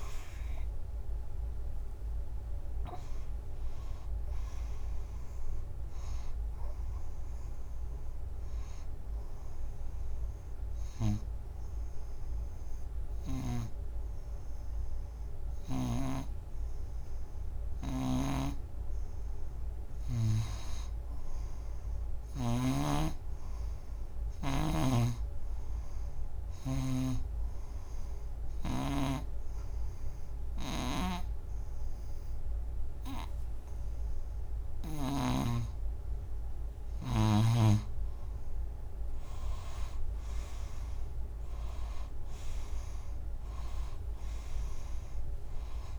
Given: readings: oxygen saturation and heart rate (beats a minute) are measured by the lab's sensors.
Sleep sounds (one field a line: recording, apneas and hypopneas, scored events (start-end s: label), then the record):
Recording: breathing in sleep by a room microphone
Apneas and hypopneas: 2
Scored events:
0.00-2.50 s: arousal
6.00-18.00 s: oxygen desaturation (device-marked, oxygen 96% before, 89% lowest, heart rate 90 before, 76 extreme)
7.50-19.00 s: obstructive apnea (oxygen 97% before, 89% lowest, heart rate 90 before, 76 extreme)
18.00-22.50 s: snoring (device-marked)
21.50-24.50 s: arousal
24.50-35.00 s: snoring (device-marked)
27.50-37.50 s: obstructive apnea (oxygen 97% before, 89% lowest, heart rate 86 before, 76 extreme, up 8 after)
30.00-40.00 s: oxygen desaturation (device-marked, oxygen 97% before, 90% lowest, heart rate 84 before, 76 extreme)
42.00-45.99 s: oxygen desaturation (device-marked, oxygen 94% before, 89% lowest, heart rate 84 before, 83 extreme)
From the record:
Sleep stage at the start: N2 (light sleep)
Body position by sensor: on the front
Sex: female